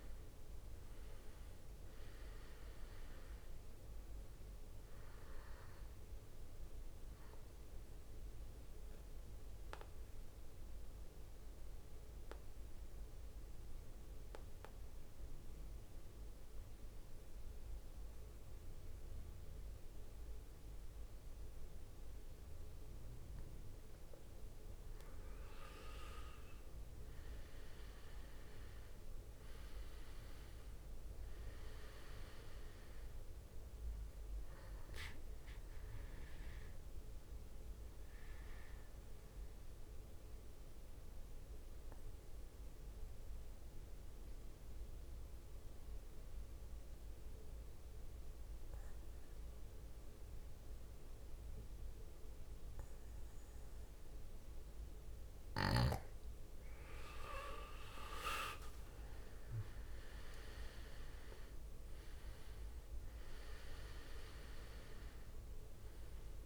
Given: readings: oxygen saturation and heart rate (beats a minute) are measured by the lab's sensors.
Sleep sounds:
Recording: breathing in sleep by a room microphone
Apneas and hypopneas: 2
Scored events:
0.00-5.50 s: drop in pulse transit time (device-marked, heart rate 64 extreme)
0.00-15.50 s: oxygen desaturation (device-marked, oxygen 91% lowest, heart rate 54 extreme)
9.50-24.00 s: mixed apnea (oxygen 98% before, 91% lowest, heart rate 65 before, 54 extreme, up 12 after)
25.50-30.00 s: arousal
30.50-47.50 s: oxygen desaturation (device-marked, oxygen 97% before, 92% lowest, heart rate 59 before, 54 extreme)
36.00-55.00 s: mixed apnea (oxygen 98% before, 91% lowest, heart rate 63 before, 54 extreme, up 16 after)
58.00-59.50 s: leg movement (device-marked)
58.00-63.50 s: arousal
58.50-66.46 s: oxygen desaturation (device-marked, oxygen 98% before, 91% lowest, heart rate 58 before, 54 extreme)
59.50-66.46 s: drop in pulse transit time (device-marked, heart rate 59 before, 59 extreme)
From the record:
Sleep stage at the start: N2 (light sleep)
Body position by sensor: on the back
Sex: male

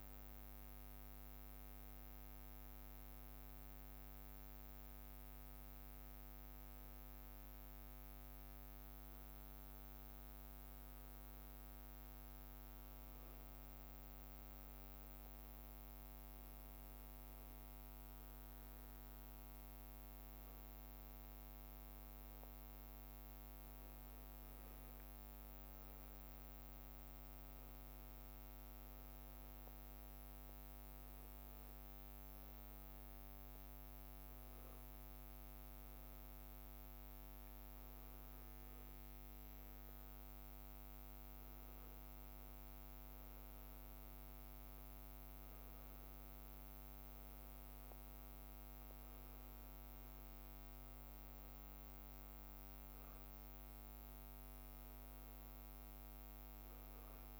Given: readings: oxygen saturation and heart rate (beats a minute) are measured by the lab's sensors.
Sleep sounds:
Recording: a person awake in a sleep study, hard to hear, by a microphone on the trachea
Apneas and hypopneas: none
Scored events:
1.00-26.00 s: bradycardia (device-marked, heart rate 61 before, 58 extreme)
4.00-57.39 s: new sleep stage, awake
29.00-57.39 s: bradycardia (device-marked, heart rate 60 before, 58 extreme)
From the record:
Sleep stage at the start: N1 (lightest sleep)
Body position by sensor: on the back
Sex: male

